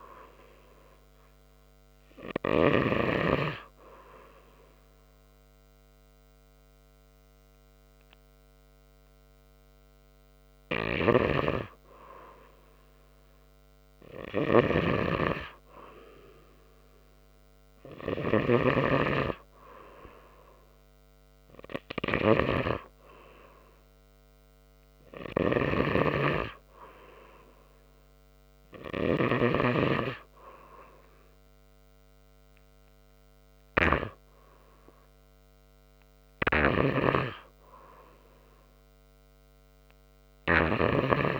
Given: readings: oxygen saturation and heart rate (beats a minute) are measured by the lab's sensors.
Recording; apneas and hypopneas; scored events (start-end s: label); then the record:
breathing in sleep by a microphone on the trachea; none
none scored
From the record:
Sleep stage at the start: N2 (light sleep); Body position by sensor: on the right side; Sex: male